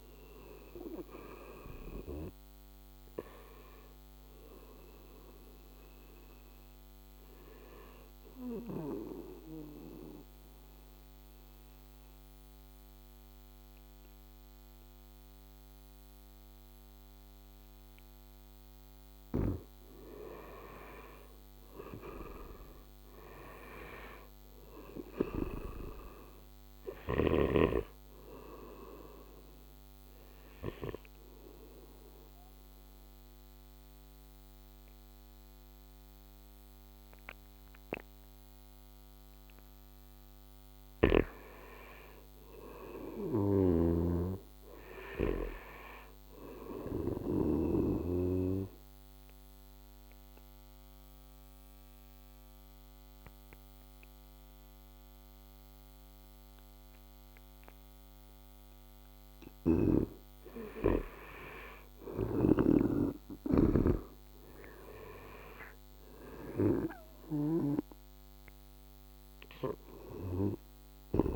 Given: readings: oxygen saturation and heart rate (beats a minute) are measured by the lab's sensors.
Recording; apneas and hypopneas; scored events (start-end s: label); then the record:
breathing in sleep by a microphone on the trachea; 3
1.50-15.50 s: oxygen desaturation (device-marked, oxygen 97% before, 90% lowest, heart rate 74 before, 75 extreme)
6.50-18.00 s: obstructive apnea (oxygen 99% before, 86% lowest, heart rate 76 before, 75 extreme, up 5 after)
19.50-23.50 s: arousal
26.50-41.50 s: oxygen desaturation (device-marked, oxygen 97% before, 86% lowest, heart rate 78 before, 74 extreme)
29.50-40.50 s: obstructive apnea (oxygen 97% before, 86% lowest, heart rate 78 before, 74 extreme, up 7 after)
42.50-46.00 s: arousal
43.00-47.50 s: snoring (device-marked)
48.00-60.50 s: obstructive apnea (oxygen 97% before, 85% lowest, heart rate 80 before, 74 extreme, up 6 after)
48.50-61.50 s: oxygen desaturation (device-marked, oxygen 97% before, 89% lowest, heart rate 80 before, 74 extreme)
59.00-71.35 s: snoring (device-marked)
62.00-65.50 s: arousal
66.50-71.35 s: oxygen desaturation (device-marked, oxygen 96% before, 88% lowest, heart rate 77 before, 75 extreme)
From the record:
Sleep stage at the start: N2 (light sleep); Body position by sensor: on the right side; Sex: male